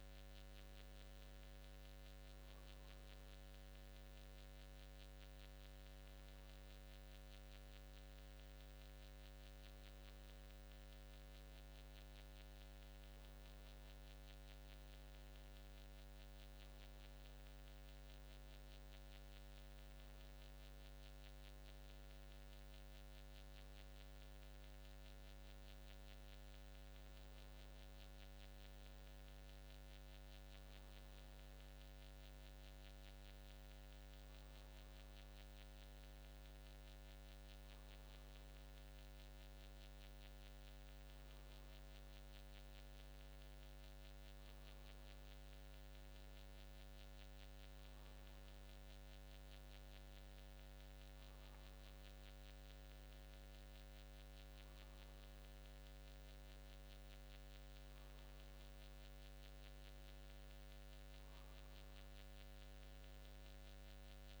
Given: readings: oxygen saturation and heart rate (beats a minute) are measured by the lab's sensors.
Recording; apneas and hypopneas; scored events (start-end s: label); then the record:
breathing in sleep, hard to hear, by a microphone on the trachea; none
none scored
From the record:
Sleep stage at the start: N2 (light sleep); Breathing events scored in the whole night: 12 in 4.4 hours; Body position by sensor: on the back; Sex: male